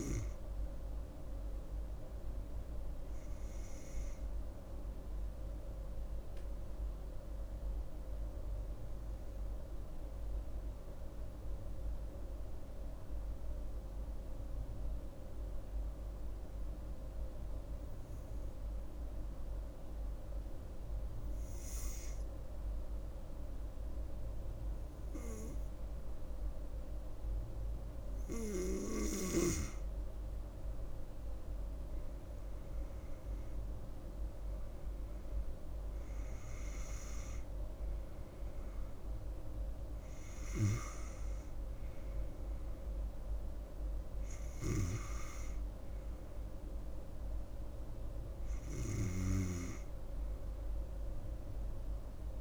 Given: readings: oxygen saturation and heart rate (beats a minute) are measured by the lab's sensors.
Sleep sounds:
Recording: breathing in sleep by a room microphone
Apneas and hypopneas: 1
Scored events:
6.00-27.50 s: obstructive apnea (oxygen 98% before, 92% lowest)
21.50-51.50 s: oxygen desaturation (device-marked, oxygen 98% before, 92% lowest)
29.50-34.00 s: arousal
From the record:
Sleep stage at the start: N2 (light sleep)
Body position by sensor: on the right side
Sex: female

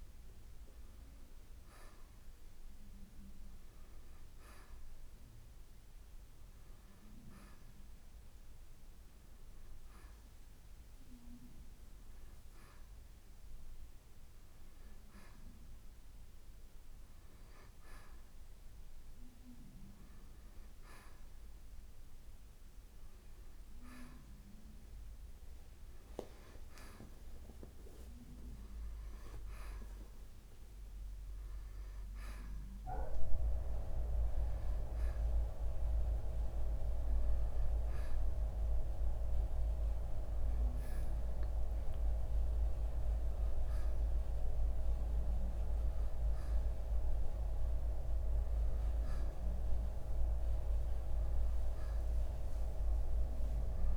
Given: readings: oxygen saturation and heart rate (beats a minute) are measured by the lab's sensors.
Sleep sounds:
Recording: a person awake in a sleep study, by a room microphone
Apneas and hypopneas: none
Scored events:
none scored
From the record:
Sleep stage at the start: awake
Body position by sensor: on the right side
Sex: male

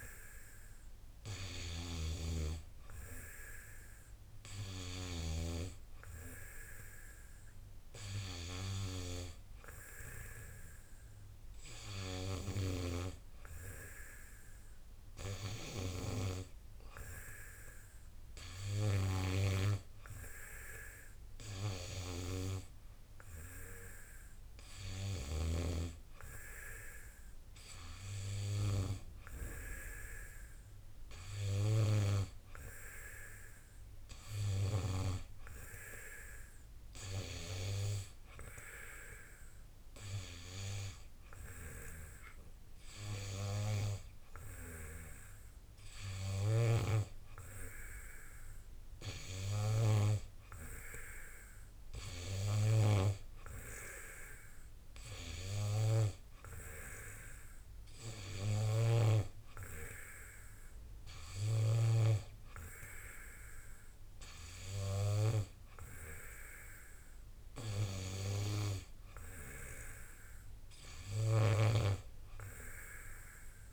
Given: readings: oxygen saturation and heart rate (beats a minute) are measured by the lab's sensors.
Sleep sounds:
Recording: breathing in sleep by a room microphone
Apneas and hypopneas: none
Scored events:
none scored
From the record:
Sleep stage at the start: N2 (light sleep)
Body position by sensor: on the back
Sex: male

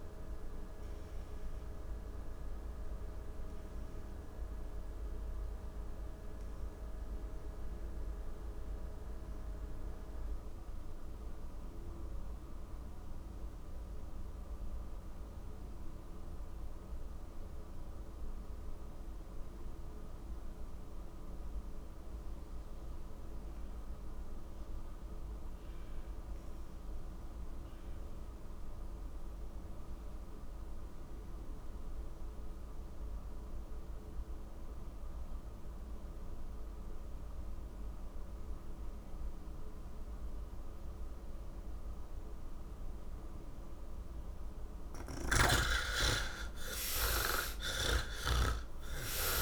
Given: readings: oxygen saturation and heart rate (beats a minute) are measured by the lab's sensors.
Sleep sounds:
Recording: breathing in sleep by a room microphone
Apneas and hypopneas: 1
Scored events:
0.00-16.00 s: oxygen desaturation (device-marked, oxygen 68% lowest, heart rate 56 extreme)
0.50-42.50 s: obstructive apnea (oxygen 97% before, 65% lowest, heart rate 104 before, 56 extreme, up 42 after)
18.00-49.42 s: oxygen desaturation (device-marked, oxygen 96% before, 65% lowest, heart rate 113 before, 75 extreme)
45.00-49.42 s: snoring (device-marked)
From the record:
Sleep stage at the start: N2 (light sleep)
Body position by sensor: on the back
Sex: male

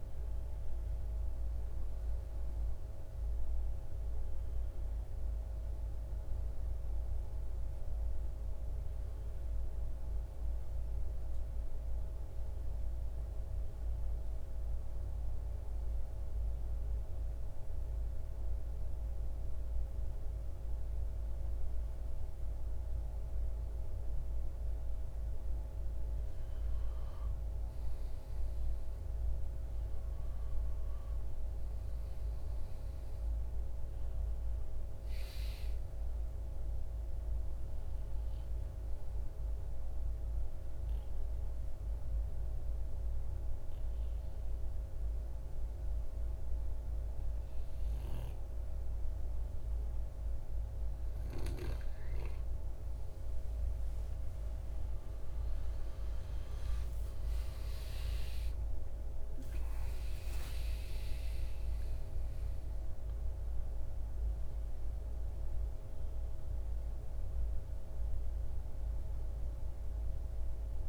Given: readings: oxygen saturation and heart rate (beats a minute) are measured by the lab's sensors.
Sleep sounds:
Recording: breathing in sleep, hard to hear, by a room microphone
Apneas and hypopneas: 2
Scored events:
2.00-14.00 s: oxygen desaturation (device-marked, oxygen 95% before, 92% lowest, heart rate 68 before, 54 extreme)
15.00-25.00 s: central apnea (oxygen 96% before, 91% lowest, heart rate 66 before, 54 extreme, up 4 after)
28.50-31.50 s: arousal
35.00-50.00 s: oxygen desaturation (device-marked, oxygen 97% before, 92% lowest, heart rate 56 before, 54 extreme)
40.50-51.50 s: obstructive apnea (oxygen 97% before, 91% lowest, heart rate 57 before, 53 extreme, up 19 after)
55.50-59.00 s: arousal
58.00-70.89 s: oxygen desaturation (device-marked, oxygen 96% before, 91% lowest, heart rate 60 before, 52 extreme)
From the record:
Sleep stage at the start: N2 (light sleep)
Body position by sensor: on the back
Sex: male

